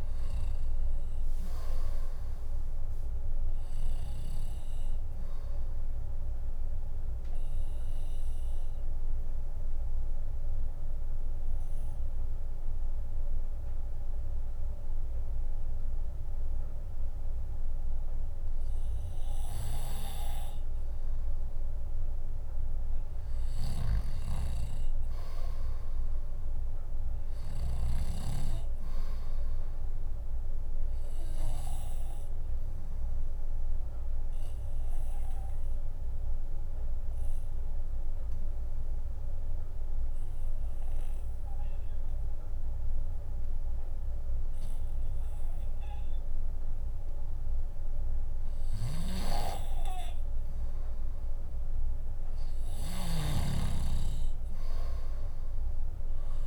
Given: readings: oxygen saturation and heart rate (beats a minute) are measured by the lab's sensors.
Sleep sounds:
breathing in sleep by a room microphone; 2
2.50-18.50 s: drop in pulse transit time (device-marked, heart rate 65 before, 66 extreme)
5.50-20.00 s: mixed apnea (oxygen 99% before, 96% lowest, heart rate 64 before, 56 extreme)
20.50-24.50 s: bradycardia (device-marked, heart rate 70 before, 58 extreme)
23.00-27.50 s: arousal
23.00-27.50 s: snoring (device-marked)
31.50-48.50 s: obstructive apnea (oxygen 99% before, 96% lowest, heart rate 68 before, 56 extreme, up 2 after)
33.50-44.50 s: drop in pulse transit time (device-marked, heart rate 67 before, 69 extreme)
43.50-54.50 s: bradycardia (device-marked, heart rate 70 before, 56 extreme)
48.50-56.47 s: snoring (device-marked)
52.50-56.47 s: arousal
From the record:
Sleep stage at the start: N2 (light sleep); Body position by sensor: on the left side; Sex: female

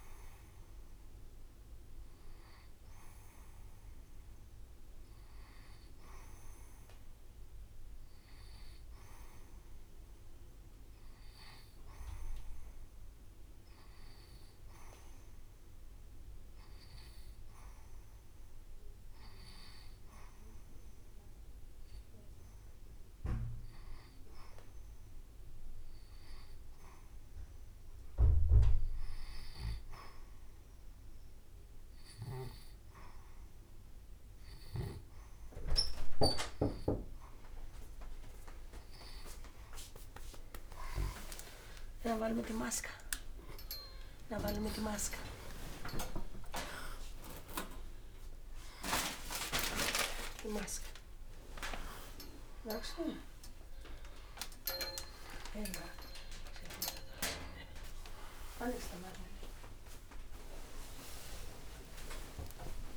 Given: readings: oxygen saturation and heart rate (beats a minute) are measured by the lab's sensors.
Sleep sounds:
a person awake in a sleep study, by a room microphone; none
4.50-12.50 s: oxygen desaturation (device-marked, oxygen 90% before, 87% lowest, heart rate 72 before, 71 extreme)
30.50-62.97 s: new sleep stage, awake
40.00-42.00 s: long interval between heartbeats (device-marked, heart rate 74 before, 88 extreme)
40.50-48.50 s: tachycardia (device-marked, heart rate 77 before, 156 extreme)
43.50-45.50 s: long interval between heartbeats (device-marked, heart rate 78 before, 119 extreme)
46.00-48.00 s: long interval between heartbeats (device-marked, heart rate 84 before, 143 extreme)
48.50-55.50 s: oxygen desaturation (device-marked, oxygen 88% before, 83% lowest)
52.50-62.97 s: tachycardia (device-marked, heart rate 78 before, 121 extreme)
56.00-58.00 s: long interval between heartbeats (device-marked, heart rate 105 before, 112 extreme)
59.00-61.00 s: long interval between heartbeats (device-marked, heart rate 110 before, 118 extreme)
From the record:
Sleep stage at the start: N2 (light sleep); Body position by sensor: on the left side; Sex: female

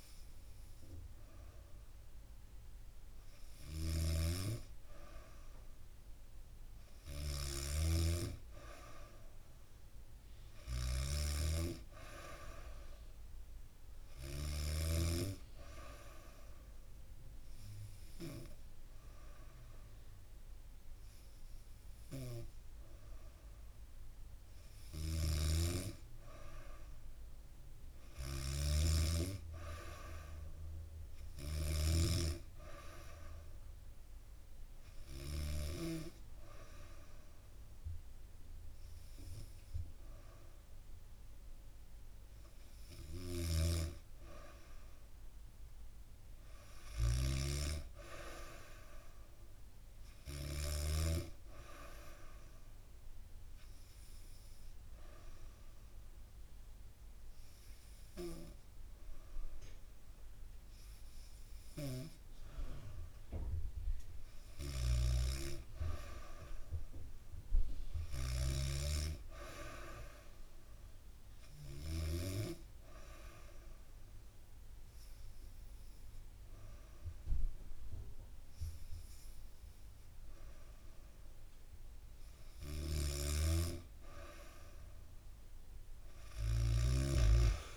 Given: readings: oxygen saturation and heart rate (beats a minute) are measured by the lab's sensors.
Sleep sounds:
breathing in sleep by a room microphone; 3
3.00-14.50 s: snoring (device-marked)
15.50-26.50 s: hypopnea (oxygen 95% before, 92% lowest, heart rate 70 before, 67 extreme, up 3 after)
24.00-35.50 s: snoring (device-marked)
31.00-34.50 s: arousal
42.50-50.00 s: snoring (device-marked)
51.00-61.50 s: hypopnea (oxygen 95% before, 91% lowest, heart rate 70 before, 66 extreme, up 2 after)
63.00-66.50 s: arousal
64.00-71.50 s: snoring (device-marked)
71.50-82.00 s: hypopnea (oxygen 95% before, 91% lowest, heart rate 69 before, 64 extreme, up 3 after)
82.00-86.00 s: snoring (device-marked)
84.50-87.50 s: arousal
From the record:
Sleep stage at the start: N2 (light sleep); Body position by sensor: on the back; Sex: female

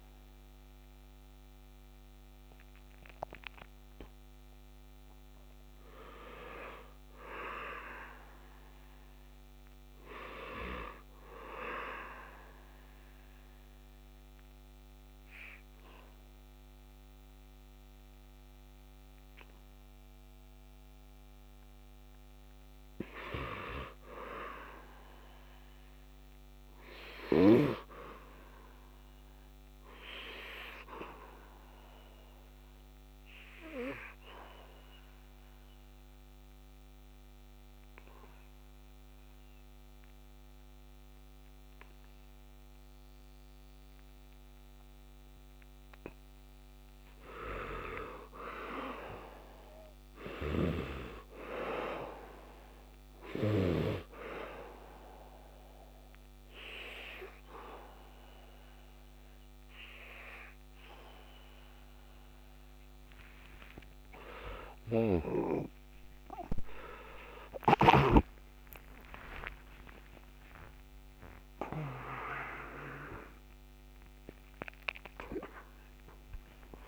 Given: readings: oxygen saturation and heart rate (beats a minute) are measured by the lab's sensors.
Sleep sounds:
breathing in sleep by a microphone on the trachea; 2
0.00-10.00 s: oxygen desaturation (device-marked, oxygen 55% lowest, heart rate 64 extreme)
25.50-37.50 s: obstructive apnea (oxygen 99% before, 77% lowest, heart rate 76 before, 64 extreme, up 7 after)
29.00-41.00 s: oxygen desaturation (device-marked, oxygen 98% before, 88% lowest, heart rate 74 before, 63 extreme)
42.00-46.50 s: arousal
46.00-76.88 s: oxygen desaturation (device-marked, oxygen 95% before, 77% lowest, heart rate 71 before, 63 extreme)
51.50-65.00 s: obstructive apnea (oxygen 98% before, 77% lowest, heart rate 72 before, 63 extreme)
64.00-67.50 s: snoring (device-marked)
69.00-76.88 s: new sleep stage, awake
From the record:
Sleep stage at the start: N2 (light sleep); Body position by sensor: on the back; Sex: male

